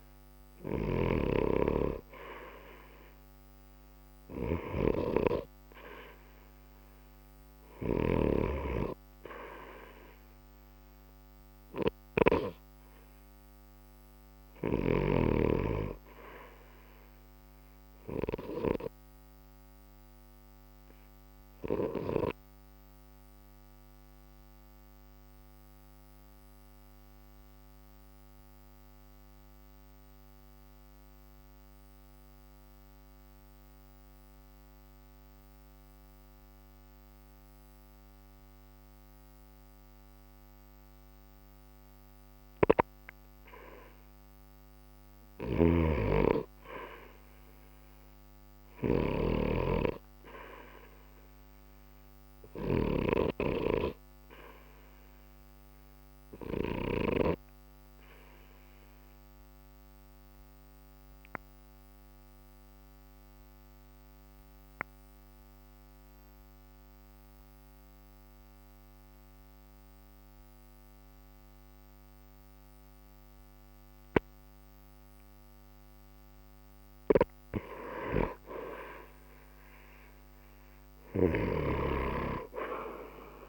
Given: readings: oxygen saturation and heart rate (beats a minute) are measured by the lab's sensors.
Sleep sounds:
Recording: breathing in sleep by a microphone on the trachea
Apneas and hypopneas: 2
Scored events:
10.50-31.50 s: oxygen desaturation (device-marked, oxygen 90% before, 85% lowest, heart rate 60 before, 60 extreme)
19.00-43.00 s: obstructive apnea (oxygen 90% before, 82% lowest, heart rate 60 before, 60 extreme, up 0 after)
44.50-49.00 s: arousal
53.50-83.49 s: oxygen desaturation (device-marked, oxygen 91% before, 82% lowest, heart rate 60 before, 60 extreme)
58.50-75.50 s: obstructive apnea (oxygen 91% before, 81% lowest, heart rate 60 before, 60 extreme, up 0 after)
From the record:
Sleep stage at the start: N2 (light sleep)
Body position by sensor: on the right side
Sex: male

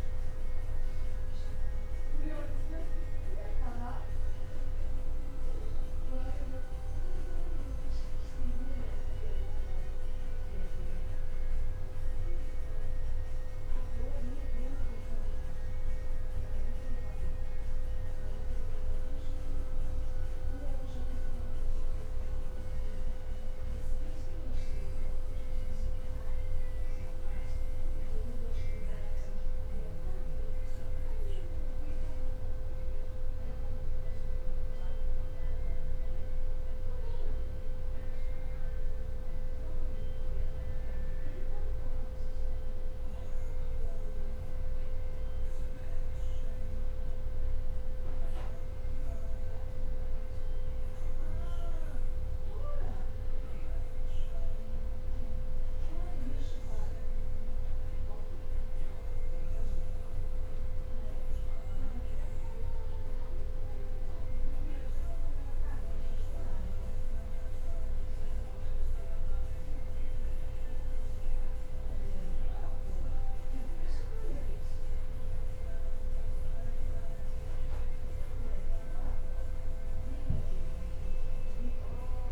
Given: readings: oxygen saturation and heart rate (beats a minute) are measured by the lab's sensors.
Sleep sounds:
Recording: breathing in sleep, hard to hear, by a room microphone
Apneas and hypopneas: none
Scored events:
0.00-5.00 s: leg movement (device-marked)
10.00-12.00 s: long interval between heartbeats (device-marked, heart rate 66 before, 71 extreme)
11.00-12.50 s: leg movement (device-marked)
15.00-17.00 s: long interval between heartbeats (device-marked, heart rate 68 before, 81 extreme)
19.00-25.50 s: leg movement (device-marked)
26.00-28.50 s: leg movement (device-marked)
28.50-30.50 s: long interval between heartbeats (device-marked, heart rate 73 before, 87 extreme)
29.00-31.00 s: tachycardia (device-marked, heart rate 65 before, 91 extreme)
32.00-34.00 s: long interval between heartbeats (device-marked, heart rate 78 before, 101 extreme)
33.00-35.00 s: tachycardia (device-marked, heart rate 66 before, 102 extreme)
33.50-36.00 s: leg movement (device-marked)
35.50-37.50 s: long interval between heartbeats (device-marked, heart rate 81 before, 99 extreme)
37.00-38.50 s: leg movement (device-marked)
41.00-43.00 s: leg movement (device-marked)
42.50-44.50 s: long interval between heartbeats (device-marked, heart rate 88 before, 75 extreme)
45.00-47.00 s: leg movement (device-marked)
51.00-53.00 s: long interval between heartbeats (device-marked, heart rate 89 before, 90 extreme)
57.00-59.00 s: long interval between heartbeats (device-marked, heart rate 84 before, 70 extreme)
61.00-63.00 s: long interval between heartbeats (device-marked, heart rate 79 before, 91 extreme)
70.50-71.50 s: leg movement (device-marked)
76.50-78.50 s: long interval between heartbeats (device-marked, heart rate 84 before, 82 extreme)
79.00-81.00 s: long interval between heartbeats (device-marked, heart rate 85 before, 81 extreme)
From the record:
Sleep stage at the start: N1 (lightest sleep)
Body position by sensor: on the back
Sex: male

